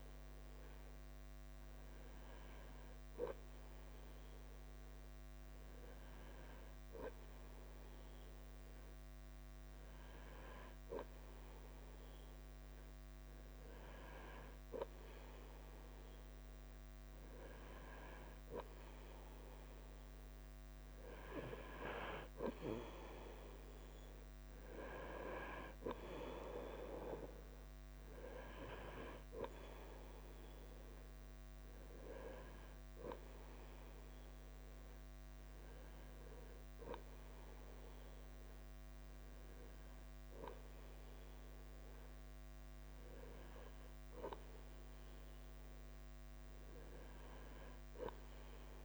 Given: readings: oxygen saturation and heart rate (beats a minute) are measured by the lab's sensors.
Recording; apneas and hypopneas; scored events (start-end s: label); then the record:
breathing in sleep by a microphone on the trachea; none
0.00-48.85 s: bradycardia (device-marked, heart rate 40 extreme)
From the record:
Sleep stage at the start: N3 (deep sleep); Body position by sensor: on the front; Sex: male